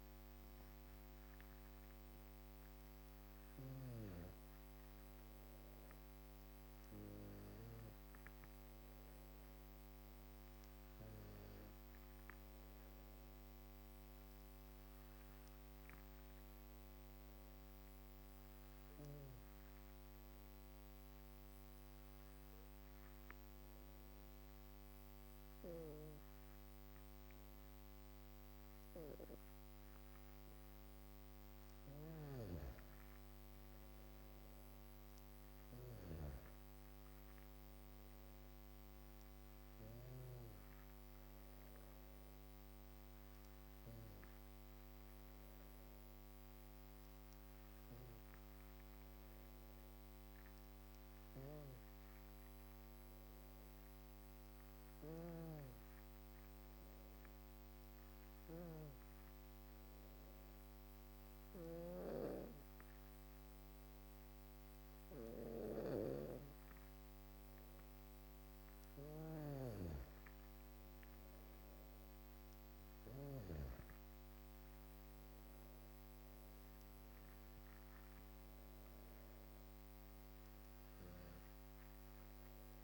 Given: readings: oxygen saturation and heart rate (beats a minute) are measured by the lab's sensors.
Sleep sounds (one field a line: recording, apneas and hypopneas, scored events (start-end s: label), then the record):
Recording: breathing in sleep by a microphone on the trachea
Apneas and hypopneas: 2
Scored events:
17.00-29.50 s: hypopnea (oxygen 99% before, 97% lowest, heart rate 59 before, 49 extreme, up 20 after)
30.50-35.00 s: arousal
51.50-65.50 s: hypopnea (oxygen 98% before, 96% lowest, heart rate 61 before, 50 extreme, up 14 after)
From the record:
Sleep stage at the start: N2 (light sleep)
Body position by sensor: on the back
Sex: female